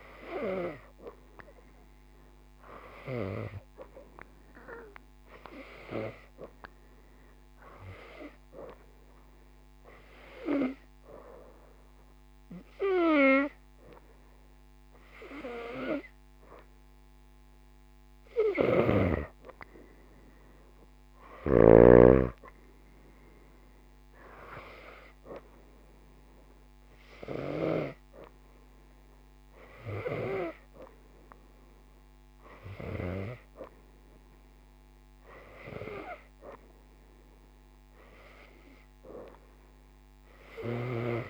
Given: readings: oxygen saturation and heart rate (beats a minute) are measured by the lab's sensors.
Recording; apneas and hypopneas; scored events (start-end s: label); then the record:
breathing in sleep by a microphone on the trachea; none
24.00-34.00 s: oxygen desaturation (device-marked, oxygen 94% before, 91% lowest, heart rate 80 before, 47 extreme)
From the record:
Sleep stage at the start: N2 (light sleep); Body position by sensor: upright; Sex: female